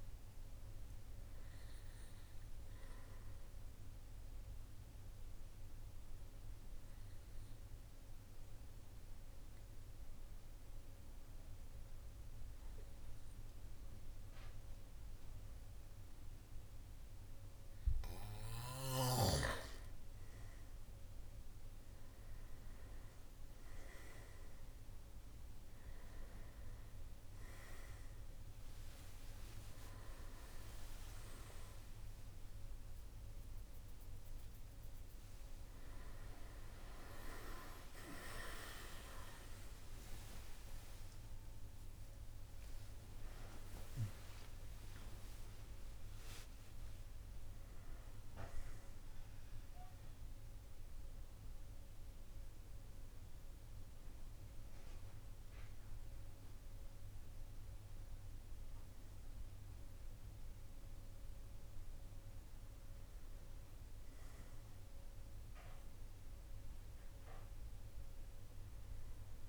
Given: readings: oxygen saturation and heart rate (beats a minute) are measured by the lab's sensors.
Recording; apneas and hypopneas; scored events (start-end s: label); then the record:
a person partly awake in a sleep study, by a room microphone; 1
5.00-17.50 s: obstructive apnea (oxygen 97% before, 94% lowest, heart rate 54 before, 51 extreme, up 7 after)
25.50-55.50 s: new sleep stage, awake
55.50-69.49 s: new sleep stage, N2 (light sleep)
From the record:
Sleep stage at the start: N2 (light sleep); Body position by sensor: on the right side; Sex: male